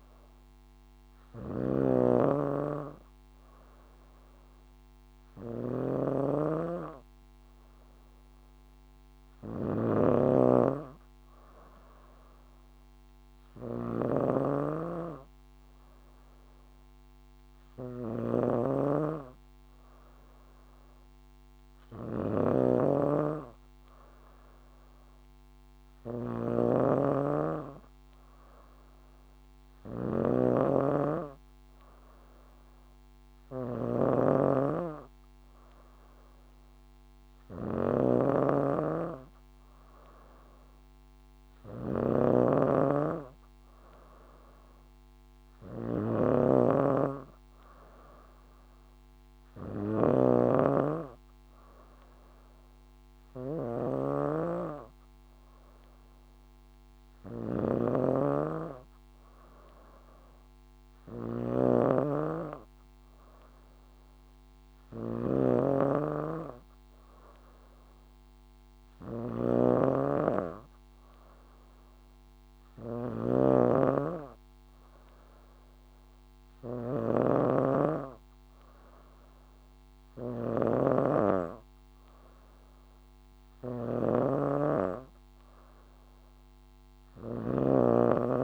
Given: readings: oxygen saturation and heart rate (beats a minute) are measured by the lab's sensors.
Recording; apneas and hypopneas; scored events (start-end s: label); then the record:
breathing in sleep by a microphone on the trachea; none
0.00-88.44 s: snoring (device-marked)
From the record:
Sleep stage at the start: N3 (deep sleep); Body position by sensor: on the back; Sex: female